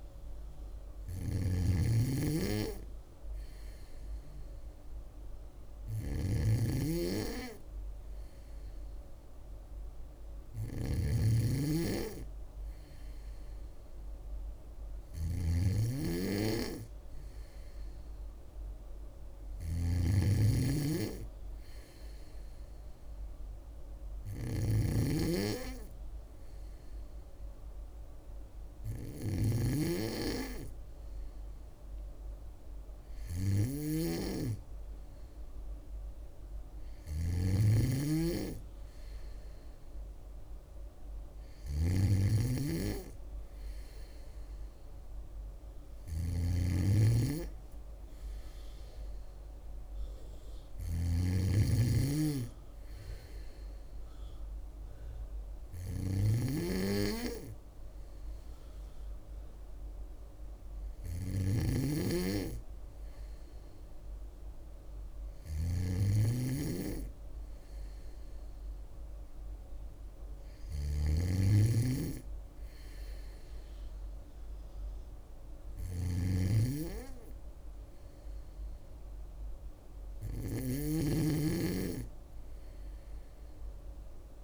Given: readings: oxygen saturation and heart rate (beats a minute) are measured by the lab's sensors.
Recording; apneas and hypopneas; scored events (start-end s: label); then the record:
breathing in sleep by a room microphone; none
0.00-84.44 s: snoring (device-marked)
From the record:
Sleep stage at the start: N2 (light sleep); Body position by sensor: on the back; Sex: female